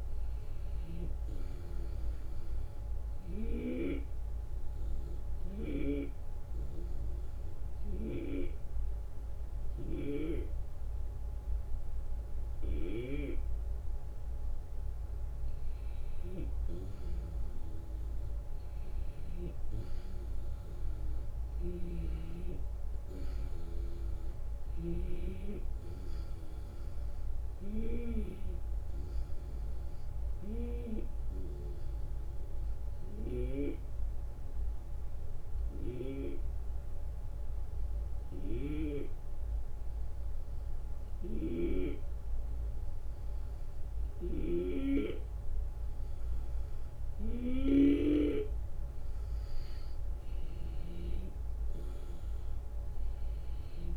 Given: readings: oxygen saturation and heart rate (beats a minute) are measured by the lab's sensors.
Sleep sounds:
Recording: breathing in sleep by a room microphone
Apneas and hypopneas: 2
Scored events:
3.00-14.50 s: obstructive apnea (oxygen 95% before, 91% lowest, heart rate 78 before, 75 extreme, up 2 after)
9.50-13.00 s: snoring (device-marked)
17.50-23.00 s: arousal
21.00-25.00 s: snoring (device-marked)
29.50-47.50 s: obstructive apnea (oxygen 94% before, 91% lowest, heart rate 76 before, 73 extreme, up 6 after)
41.00-51.00 s: snoring (device-marked)
51.00-53.97 s: arousal
From the record:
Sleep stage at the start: N2 (light sleep)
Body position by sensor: on the back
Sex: male

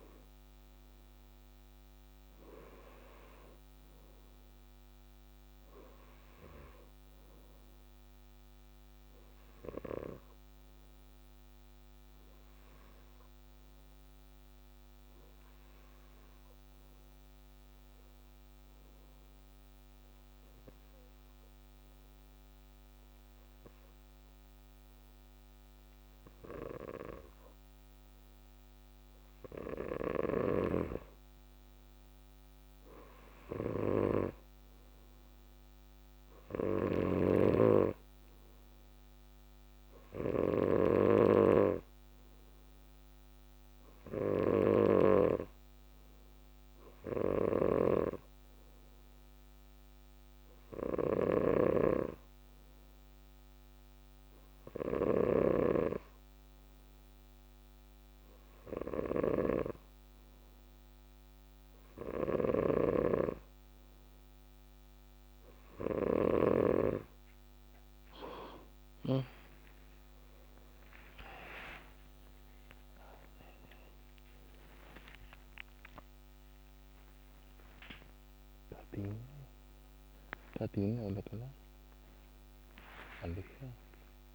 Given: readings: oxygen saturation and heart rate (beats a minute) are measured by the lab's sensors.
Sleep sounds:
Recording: breathing in sleep by a microphone on the trachea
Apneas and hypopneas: 1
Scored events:
8.00-12.00 s: arousal
15.50-30.00 s: hypopnea (oxygen 96% before, 94% lowest)
32.50-36.50 s: arousal
37.00-41.00 s: snoring (device-marked)
47.50-55.50 s: snoring (device-marked)
79.50-84.35 s: new sleep stage, awake
From the record:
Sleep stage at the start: N2 (light sleep)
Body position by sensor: on the left side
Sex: male

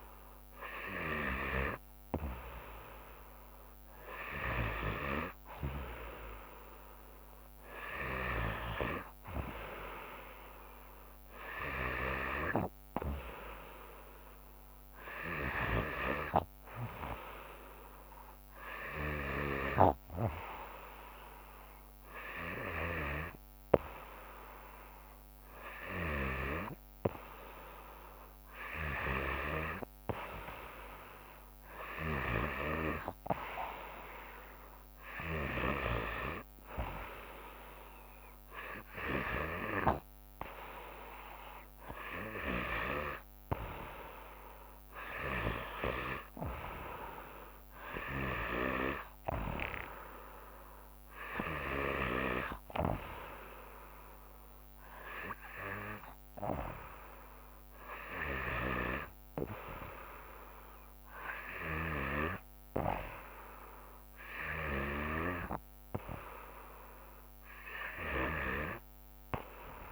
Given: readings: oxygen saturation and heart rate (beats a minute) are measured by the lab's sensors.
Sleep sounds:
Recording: breathing in sleep by a microphone on the trachea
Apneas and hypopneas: none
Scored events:
4.50-52.00 s: snoring (device-marked)
58.50-68.50 s: snoring (device-marked)
From the record:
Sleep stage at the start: N3 (deep sleep)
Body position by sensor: on the back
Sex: female

